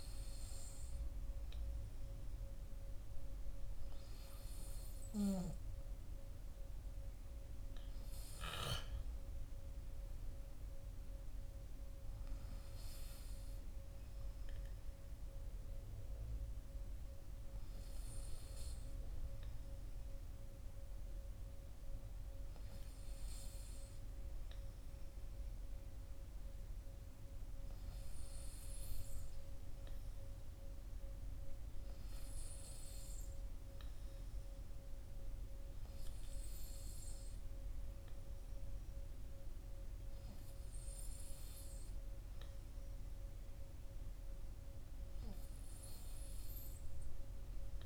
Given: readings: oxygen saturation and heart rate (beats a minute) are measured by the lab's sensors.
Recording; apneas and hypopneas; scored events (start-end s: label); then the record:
breathing in sleep, hard to hear, by a room microphone; none
none scored
From the record:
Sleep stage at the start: N2 (light sleep); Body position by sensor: on the back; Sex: male